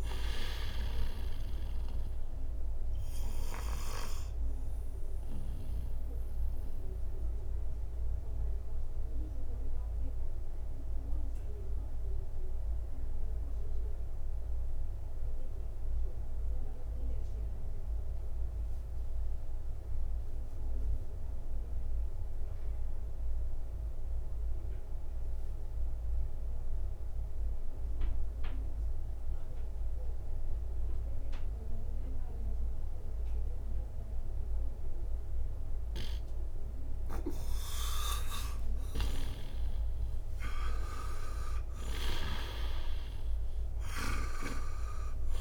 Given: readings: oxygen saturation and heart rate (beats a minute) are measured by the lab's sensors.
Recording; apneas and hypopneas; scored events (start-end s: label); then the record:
breathing in sleep by a room microphone; 1
0.00-26.50 s: oxygen desaturation (device-marked, oxygen 87% lowest, heart rate 57 extreme)
3.50-37.50 s: obstructive apnea (oxygen 98% before, 85% lowest, heart rate 69 before, 57 extreme, up 27 after)
37.00-42.50 s: snoring (device-marked)
39.00-43.00 s: arousal
40.50-45.41 s: oxygen desaturation (device-marked, oxygen 97% before, 85% lowest, heart rate 63 before, 58 extreme)
From the record:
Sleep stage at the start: N2 (light sleep); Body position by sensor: on the right side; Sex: male